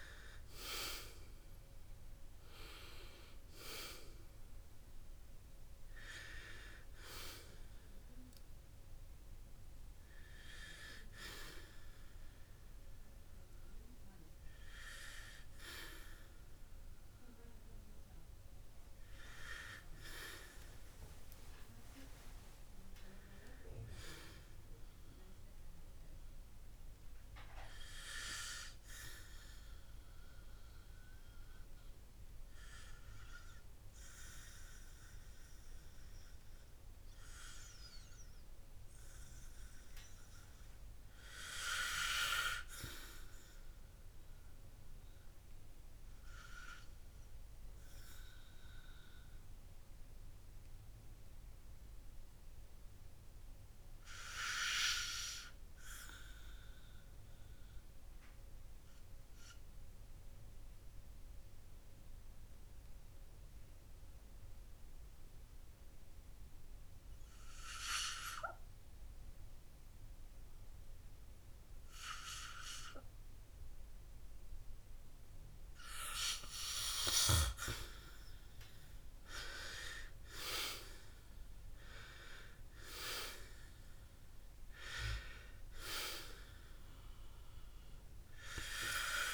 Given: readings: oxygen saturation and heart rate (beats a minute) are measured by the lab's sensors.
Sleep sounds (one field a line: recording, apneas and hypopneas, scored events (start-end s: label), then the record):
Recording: breathing in sleep by a room microphone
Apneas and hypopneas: 1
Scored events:
17.50-31.50 s: oxygen desaturation (device-marked, oxygen 96% before, 91% lowest, heart rate 75 before, 51 extreme)
45.50-76.50 s: obstructive apnea (oxygen 100% before, 91% lowest, heart rate 57 before, 56 extreme, up 14 after)
71.50-74.50 s: oxygen desaturation (device-marked, oxygen 98% before, 97% lowest, heart rate 67 before, 63 extreme)
80.00-84.00 s: arousal
From the record:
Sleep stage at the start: REM sleep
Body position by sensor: on the back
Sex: male